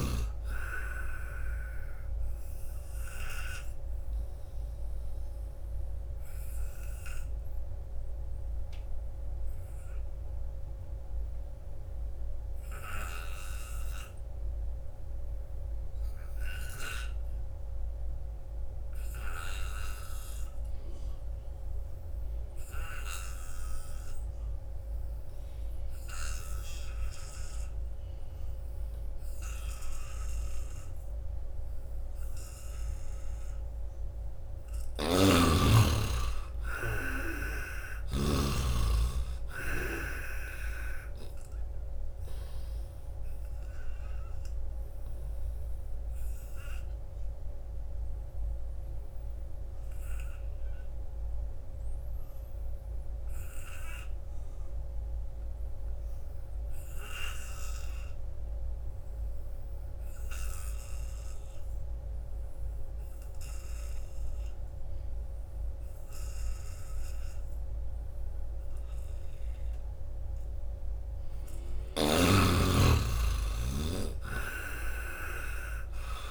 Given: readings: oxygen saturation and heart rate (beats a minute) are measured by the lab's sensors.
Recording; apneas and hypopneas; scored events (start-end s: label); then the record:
breathing in sleep by a room microphone; 2
0.00-15.50 s: oxygen desaturation (device-marked, oxygen 73% lowest, heart rate 69 extreme)
2.00-33.00 s: obstructive apnea (oxygen 96% before, 73% lowest, heart rate 75 before, 78 extreme, up 12 after)
17.50-56.50 s: oxygen desaturation (device-marked, oxygen 98% before, 75% lowest, heart rate 89 before, 70 extreme)
34.50-36.50 s: long interval between heartbeats (device-marked, heart rate 82 before, 87 extreme)
34.50-38.00 s: arousal
34.50-38.50 s: snoring (device-marked)
42.50-71.50 s: obstructive apnea (oxygen 98% before, 75% lowest, heart rate 82 before, 70 extreme, up 9 after)
62.50-76.31 s: oxygen desaturation (device-marked, oxygen 96% before, 75% lowest, heart rate 84 before, 70 extreme)
73.00-76.31 s: arousal
74.00-76.31 s: snoring (device-marked)
From the record:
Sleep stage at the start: N2 (light sleep); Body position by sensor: on the back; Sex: male